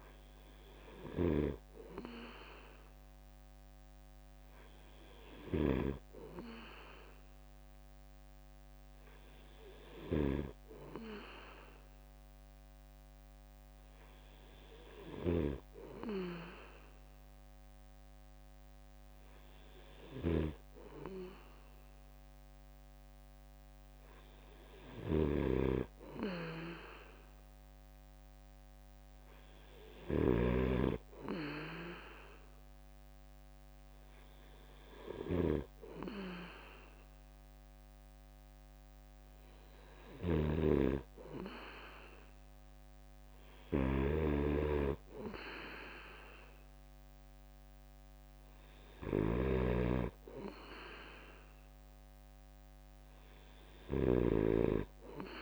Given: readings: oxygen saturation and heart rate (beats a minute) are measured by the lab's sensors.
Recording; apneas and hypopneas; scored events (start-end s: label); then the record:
breathing in sleep by a microphone on the trachea; none
20.00-55.42 s: snoring (device-marked)
From the record:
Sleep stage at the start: N3 (deep sleep); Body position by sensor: on the right side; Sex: male